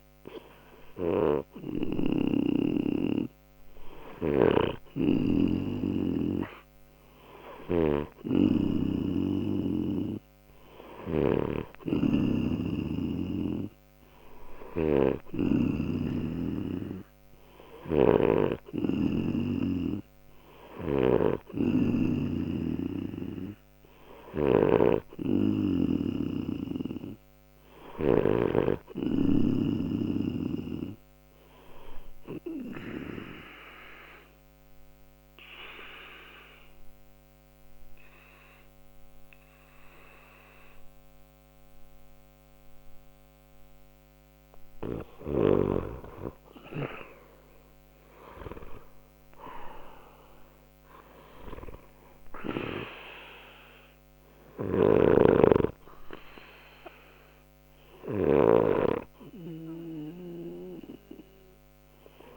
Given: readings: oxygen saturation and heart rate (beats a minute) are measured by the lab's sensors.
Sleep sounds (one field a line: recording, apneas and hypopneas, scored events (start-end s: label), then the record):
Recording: breathing in sleep by a microphone on the trachea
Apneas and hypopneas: 1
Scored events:
0.00-2.00 s: snoring (device-marked)
4.00-8.50 s: snoring (device-marked)
10.50-28.50 s: snoring (device-marked)
33.50-46.00 s: obstructive apnea (oxygen 93% before, 87% lowest, heart rate 62 before, 60 extreme, up 4 after)
48.50-51.50 s: arousal
52.00-62.37 s: new sleep stage, REM sleep
54.50-58.50 s: snoring (device-marked)
From the record:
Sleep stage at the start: N2 (light sleep)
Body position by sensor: on the left side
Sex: male